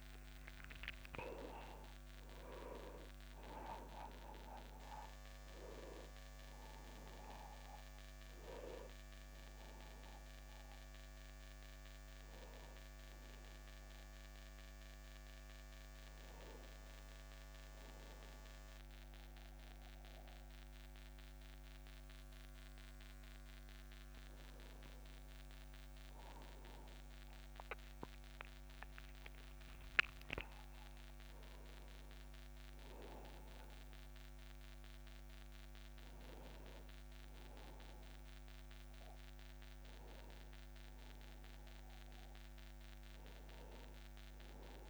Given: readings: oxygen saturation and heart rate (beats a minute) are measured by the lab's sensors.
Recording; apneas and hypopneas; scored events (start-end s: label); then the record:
breathing in sleep by a microphone on the trachea; none
0.00-1.00 s: tachycardia (device-marked, heart rate 132 extreme)
0.00-21.00 s: oxygen desaturation (device-marked, oxygen 90% lowest, heart rate 37 extreme)
41.00-44.90 s: arousal
From the record:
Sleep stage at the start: N2 (light sleep); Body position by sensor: on the back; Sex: male